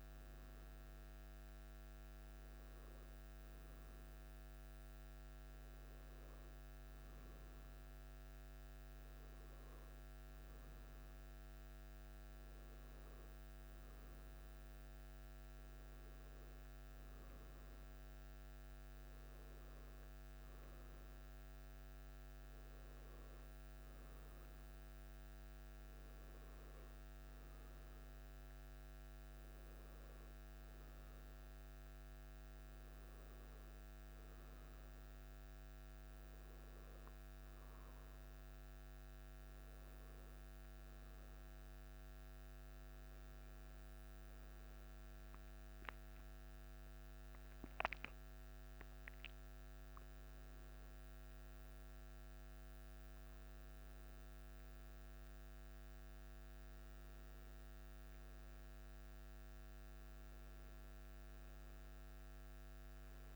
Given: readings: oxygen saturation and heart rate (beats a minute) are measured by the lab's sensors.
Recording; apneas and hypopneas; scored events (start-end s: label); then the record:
breathing in sleep, hard to hear, by a microphone on the trachea; none
none scored
From the record:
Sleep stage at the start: N1 (lightest sleep); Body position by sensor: on the back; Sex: male